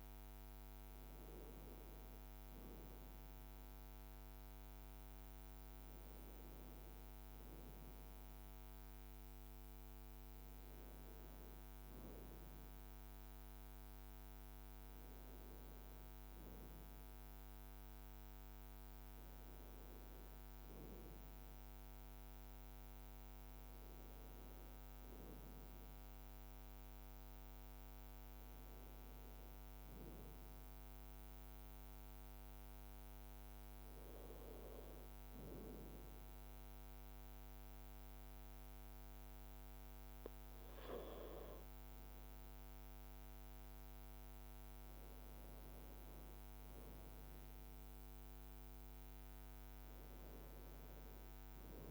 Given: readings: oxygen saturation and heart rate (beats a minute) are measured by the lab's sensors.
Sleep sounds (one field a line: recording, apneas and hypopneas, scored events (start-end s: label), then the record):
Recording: breathing in sleep, hard to hear, by a microphone on the trachea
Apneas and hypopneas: 1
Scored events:
22.00-26.00 s: arousal
29.00-43.50 s: hypopnea (oxygen 98% before, 95% lowest, heart rate 57 before, 54 extreme, up 2 after)
45.00-49.00 s: arousal
47.50-51.91 s: new sleep stage, N2 (light sleep)
From the record:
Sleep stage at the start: N1 (lightest sleep)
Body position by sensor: on the right side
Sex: male